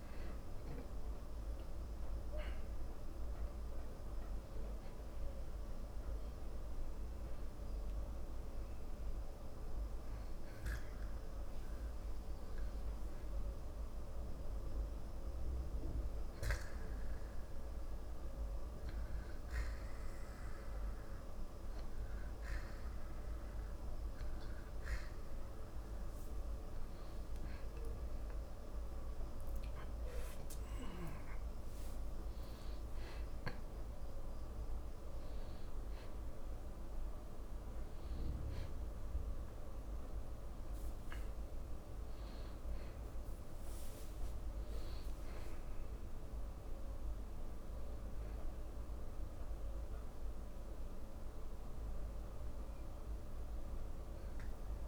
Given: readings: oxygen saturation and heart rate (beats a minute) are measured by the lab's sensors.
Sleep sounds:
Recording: a person partly awake in a sleep study, hard to hear, by a room microphone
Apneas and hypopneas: 1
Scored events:
3.00-54.88 s: new sleep stage, N2 (light sleep)
19.00-29.50 s: hypopnea (oxygen 95% before, 92% lowest, heart rate 77 before, 36 extreme, up 24 after)
31.50-35.00 s: arousal
From the record:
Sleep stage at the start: awake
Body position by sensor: on the back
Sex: male

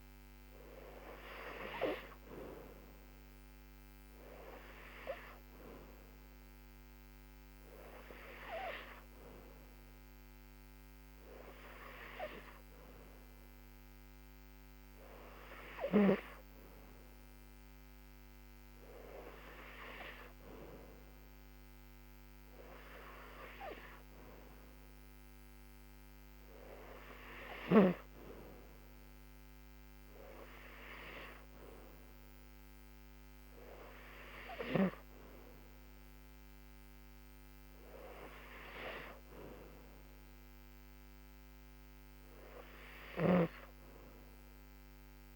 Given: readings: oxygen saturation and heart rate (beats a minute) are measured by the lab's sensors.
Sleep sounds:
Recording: breathing in sleep by a microphone on the trachea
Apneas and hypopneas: none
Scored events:
none scored
From the record:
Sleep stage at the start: N2 (light sleep)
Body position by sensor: on the back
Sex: female

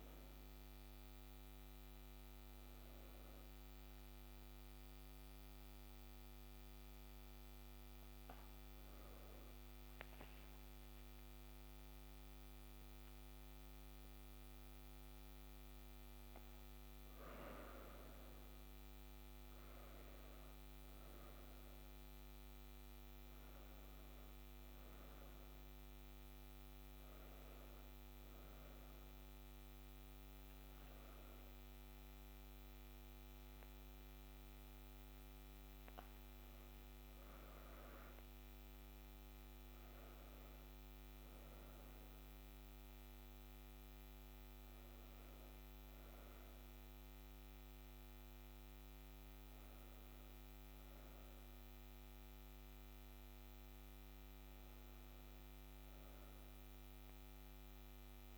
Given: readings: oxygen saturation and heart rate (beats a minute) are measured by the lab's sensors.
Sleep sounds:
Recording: a person awake in a sleep study, hard to hear, by a microphone on the trachea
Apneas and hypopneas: none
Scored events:
none scored
From the record:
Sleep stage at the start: awake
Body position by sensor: on the back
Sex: female

